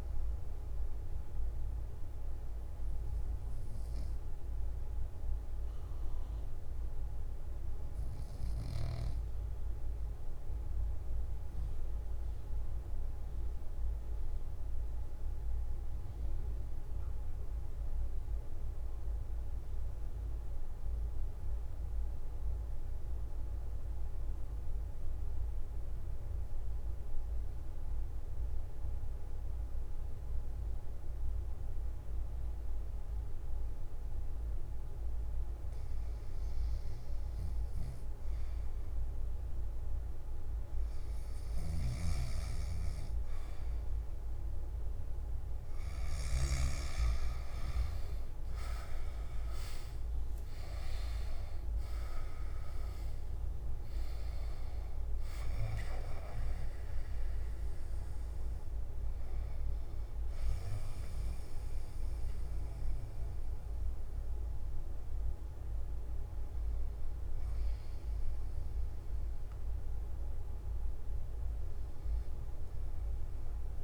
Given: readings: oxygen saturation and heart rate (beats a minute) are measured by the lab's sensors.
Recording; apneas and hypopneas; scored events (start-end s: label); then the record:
breathing in sleep, hard to hear, by a room microphone; 1
0.00-11.00 s: oxygen desaturation (device-marked, oxygen 87% lowest, heart rate 50 extreme)
1.50-34.50 s: obstructive apnea (oxygen 97% before, 85% lowest, heart rate 64 before, 45 extreme, up 0 after)
33.00-64.00 s: oxygen desaturation (device-marked, oxygen 96% before, 87% lowest, heart rate 57 before, 45 extreme)
66.00-73.84 s: oxygen desaturation (device-marked, oxygen 89% before, 85% lowest, heart rate 66 before, 54 extreme)
From the record:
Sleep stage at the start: N2 (light sleep); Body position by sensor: on the back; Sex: male